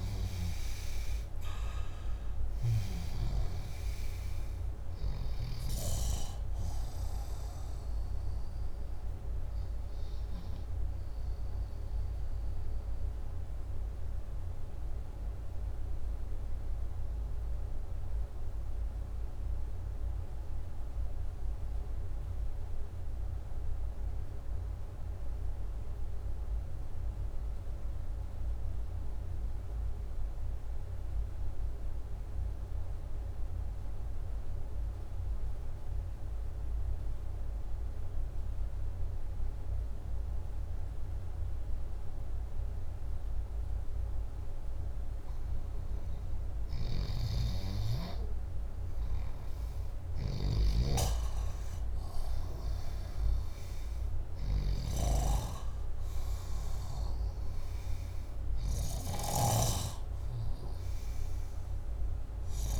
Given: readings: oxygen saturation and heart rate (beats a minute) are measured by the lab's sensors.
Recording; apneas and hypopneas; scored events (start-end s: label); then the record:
breathing in sleep by a room microphone; 1
0.00-12.50 s: oxygen desaturation (device-marked, oxygen 93% lowest, heart rate 61 extreme)
14.00-44.00 s: mixed apnea (oxygen 96% before, 90% lowest, heart rate 63 before, 59 extreme)
23.50-34.50 s: oxygen desaturation (device-marked, oxygen 94% before, 90% lowest, heart rate 96 before, 59 extreme)
46.00-59.00 s: snoring (device-marked)
47.50-52.50 s: arousal
From the record:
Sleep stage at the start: N2 (light sleep); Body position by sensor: upright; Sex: male